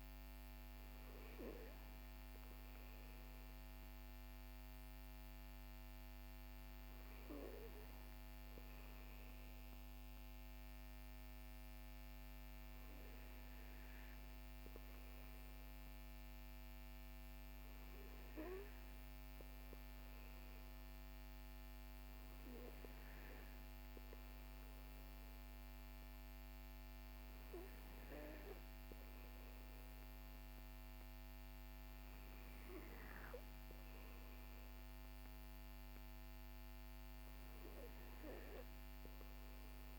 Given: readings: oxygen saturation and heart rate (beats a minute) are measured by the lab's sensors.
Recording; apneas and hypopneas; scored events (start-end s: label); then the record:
breathing in sleep by a microphone on the trachea; none
none scored
From the record:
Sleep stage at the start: N2 (light sleep); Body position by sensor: on the back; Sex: male